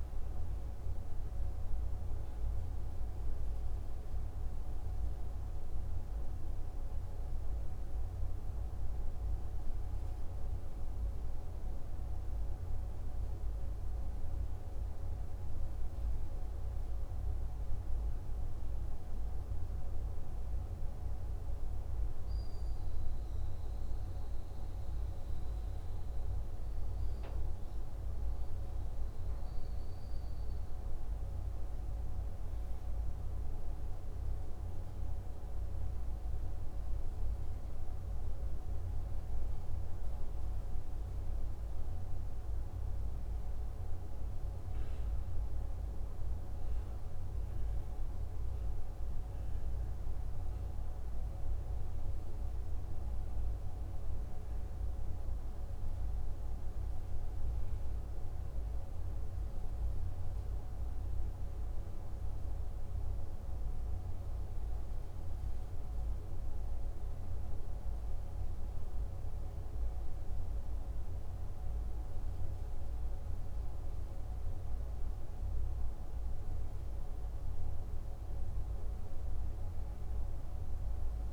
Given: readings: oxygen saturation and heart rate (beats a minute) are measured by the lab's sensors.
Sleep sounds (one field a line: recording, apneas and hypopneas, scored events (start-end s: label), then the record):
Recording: breathing in sleep, hard to hear, by a room microphone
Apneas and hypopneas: none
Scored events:
none scored
From the record:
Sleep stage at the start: N2 (light sleep)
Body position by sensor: on the back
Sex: male